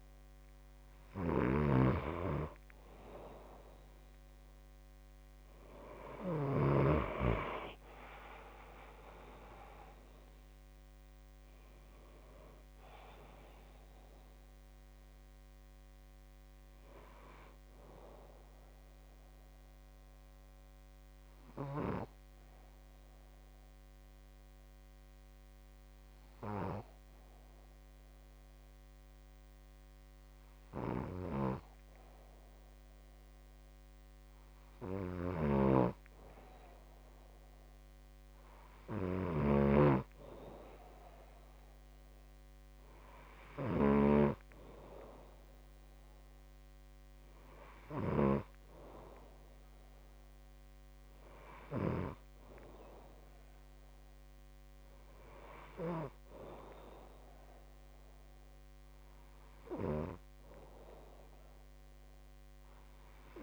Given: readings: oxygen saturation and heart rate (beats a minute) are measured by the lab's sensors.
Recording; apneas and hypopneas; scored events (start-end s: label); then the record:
breathing in sleep by a microphone on the trachea; none
8.00-12.00 s: arousal
From the record:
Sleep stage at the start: N2 (light sleep); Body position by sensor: on the back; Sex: male